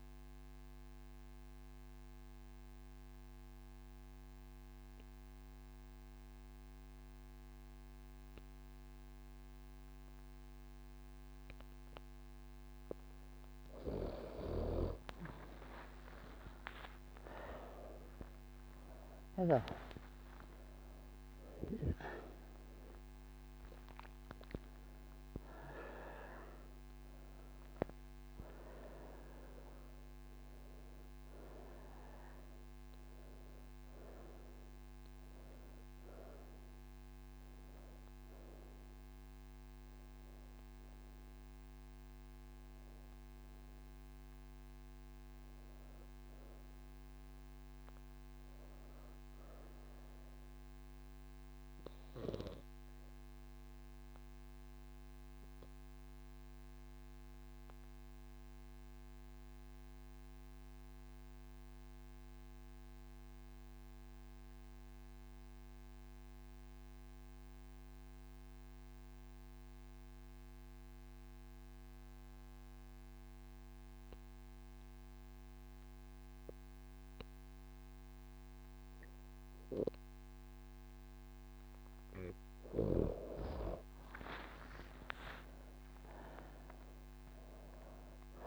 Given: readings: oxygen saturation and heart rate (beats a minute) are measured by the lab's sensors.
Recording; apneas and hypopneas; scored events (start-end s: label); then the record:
breathing in sleep by a microphone on the trachea; none
14.00-66.00 s: oxygen desaturation (device-marked, oxygen 98% before, 84% lowest)
80.00-88.47 s: oxygen desaturation (device-marked, oxygen 99% before, 89% lowest)
From the record:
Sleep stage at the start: N3 (deep sleep); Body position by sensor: on the right side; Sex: female